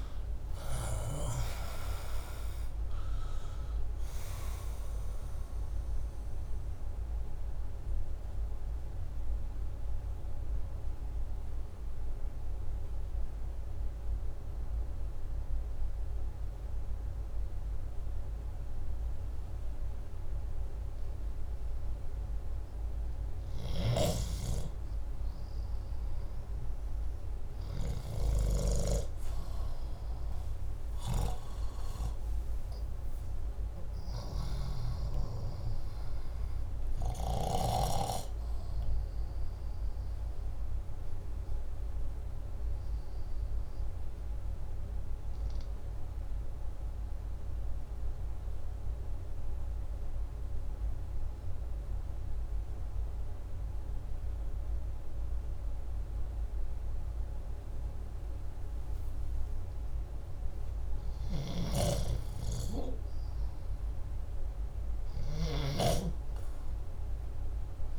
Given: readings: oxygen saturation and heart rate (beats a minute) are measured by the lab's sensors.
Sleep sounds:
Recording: breathing in sleep by a room microphone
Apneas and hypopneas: 2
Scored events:
0.00-1.50 s: oxygen desaturation (device-marked, oxygen 78% lowest, heart rate 60 extreme)
7.00-23.00 s: mixed apnea (oxygen 84% before, 73% lowest, heart rate 75 before, 65 extreme, up 10 after)
8.50-10.50 s: oxygen desaturation (device-marked, oxygen 79% before, 75% lowest, heart rate 77 before, 70 extreme)
16.50-31.50 s: oxygen desaturation (device-marked, oxygen 82% before, 73% lowest, heart rate 79 before, 64 extreme)
23.50-29.00 s: arousal
43.00-58.00 s: obstructive apnea (oxygen 98% before, 88% lowest, heart rate 72 before, 64 extreme, up 30 after)
48.50-52.50 s: oxygen desaturation (device-marked, oxygen 96% before, 90% lowest, heart rate 71 before, 64 extreme)
53.50-67.99 s: new sleep stage, N2 (light sleep)
60.50-64.50 s: arousal
61.00-65.50 s: snoring (device-marked)
From the record:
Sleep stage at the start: REM sleep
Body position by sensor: upright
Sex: male

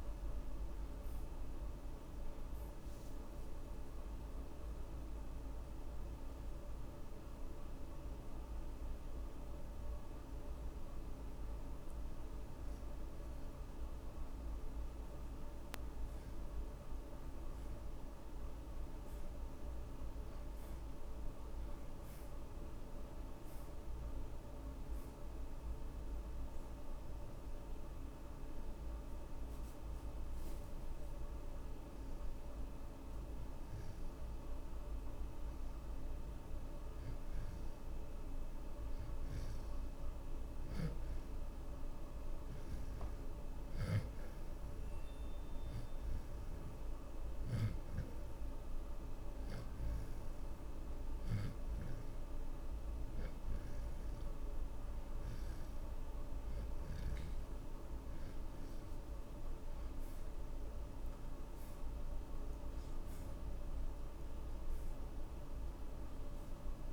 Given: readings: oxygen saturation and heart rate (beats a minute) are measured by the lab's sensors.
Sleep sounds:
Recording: breathing in sleep, hard to hear, by a room microphone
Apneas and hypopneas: 3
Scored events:
3.50-14.00 s: hypopnea (oxygen 91% before, 75% lowest)
4.00-19.00 s: oxygen desaturation (device-marked, oxygen 87% before, 76% lowest)
17.50-22.50 s: arousal
27.00-37.00 s: hypopnea (oxygen 87% before, 75% lowest)
29.00-41.00 s: oxygen desaturation (device-marked, oxygen 87% before, 76% lowest)
38.50-42.00 s: arousal
44.00-55.00 s: hypopnea (oxygen 87% before, 74% lowest)
48.00-61.00 s: oxygen desaturation (device-marked, oxygen 85% before, 77% lowest)
59.00-63.00 s: arousal
From the record:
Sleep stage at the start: N2 (light sleep)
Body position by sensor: on the back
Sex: male

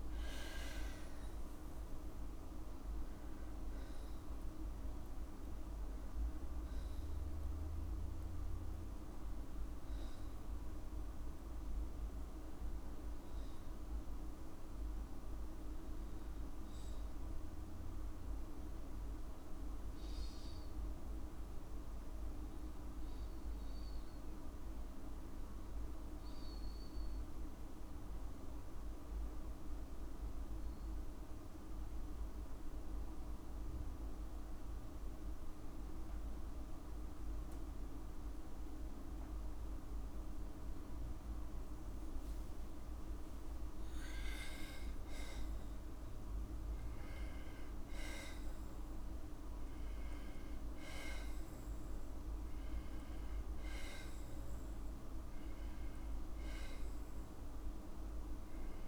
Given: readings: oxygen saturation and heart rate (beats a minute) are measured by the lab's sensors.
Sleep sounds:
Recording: breathing in sleep, hard to hear, by a room microphone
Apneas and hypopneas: 1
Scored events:
0.00-1.00 s: long interval between heartbeats (device-marked, heart rate 58 extreme)
17.50-40.00 s: hypopnea (oxygen 98% before, 93% lowest, heart rate 58 before, 53 extreme, up 3 after)
32.00-43.00 s: oxygen desaturation (device-marked, oxygen 98% before, 95% lowest, heart rate 53 before, 53 extreme)
44.00-48.50 s: arousal
From the record:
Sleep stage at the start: N2 (light sleep)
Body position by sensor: on the back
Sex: female

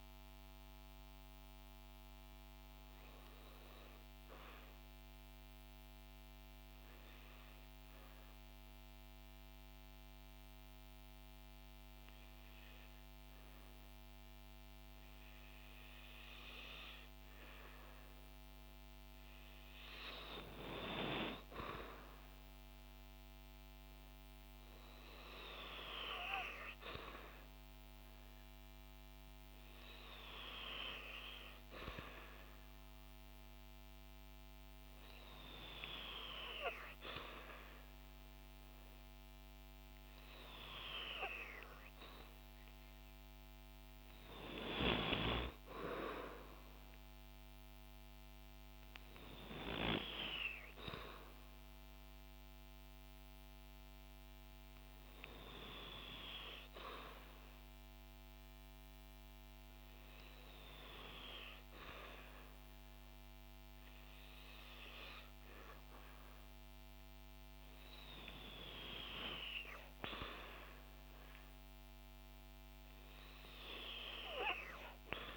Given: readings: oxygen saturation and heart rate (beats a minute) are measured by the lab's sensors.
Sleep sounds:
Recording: breathing in sleep by a microphone on the trachea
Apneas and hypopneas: 3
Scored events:
0.00-11.50 s: oxygen desaturation (device-marked, oxygen 91% lowest, heart rate 54 extreme)
3.00-18.00 s: obstructive apnea (oxygen 95% before, 88% lowest, heart rate 58 before, 54 extreme, up 3 after)
23.50-39.50 s: oxygen desaturation (device-marked, oxygen 96% before, 88% lowest, heart rate 54 before, 54 extreme)
28.00-39.50 s: hypopnea (oxygen 96% before, 88% lowest, heart rate 55 before, 54 extreme, up 4 after)
41.50-45.00 s: arousal
57.50-70.00 s: hypopnea (oxygen 93% before, 86% lowest, heart rate 58 before, 55 extreme, up 5 after)
From the record:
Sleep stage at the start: REM sleep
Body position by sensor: on the back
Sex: female

